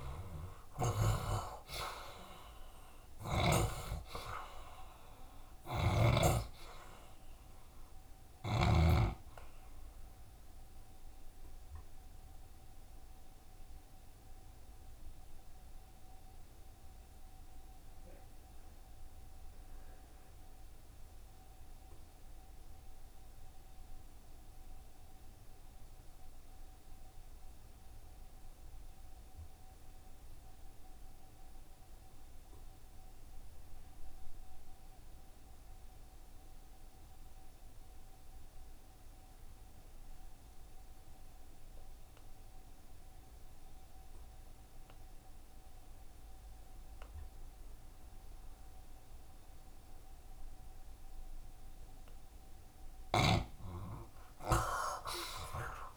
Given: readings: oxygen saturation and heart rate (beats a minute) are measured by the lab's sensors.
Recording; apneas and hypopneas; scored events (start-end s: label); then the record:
breathing in sleep by a room microphone; 1
0.00-1.50 s: arousal
0.00-26.00 s: oxygen desaturation (device-marked, oxygen 66% lowest, heart rate 65 extreme)
0.50-2.50 s: long interval between heartbeats (device-marked, heart rate 71 before, 85 extreme)
1.00-4.00 s: tachycardia (device-marked, heart rate 75 before, 96 extreme)
2.50-4.50 s: long interval between heartbeats (device-marked, heart rate 72 before, 96 extreme)
4.50-6.50 s: long interval between heartbeats (device-marked, heart rate 75 before, 106 extreme)
6.00-8.00 s: tachycardia (device-marked, heart rate 75 before, 107 extreme)
8.50-10.50 s: long interval between heartbeats (device-marked, heart rate 82 before, 97 extreme)
11.00-51.50 s: obstructive apnea (oxygen 77% before, 64% lowest, heart rate 87 before, 69 extreme, up 15 after)
28.00-55.97 s: oxygen desaturation (device-marked, oxygen 89% before, 64% lowest, heart rate 80 before, 68 extreme)
53.00-55.97 s: snoring (device-marked)
54.50-55.97 s: arousal
From the record:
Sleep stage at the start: N2 (light sleep); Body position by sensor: on the back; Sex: male